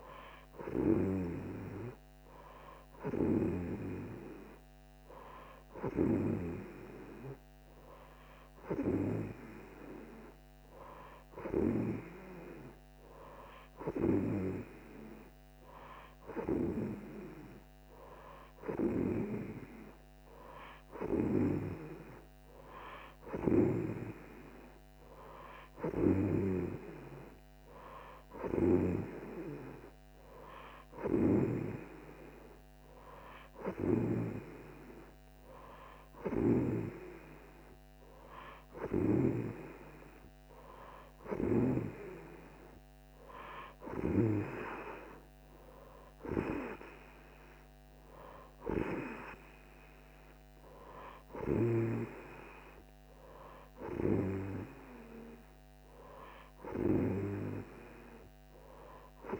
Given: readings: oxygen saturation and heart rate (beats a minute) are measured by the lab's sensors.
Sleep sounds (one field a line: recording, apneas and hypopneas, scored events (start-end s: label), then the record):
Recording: breathing in sleep by a microphone on the trachea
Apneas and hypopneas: none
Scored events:
none scored
From the record:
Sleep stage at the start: N2 (light sleep)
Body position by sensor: on the right side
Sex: female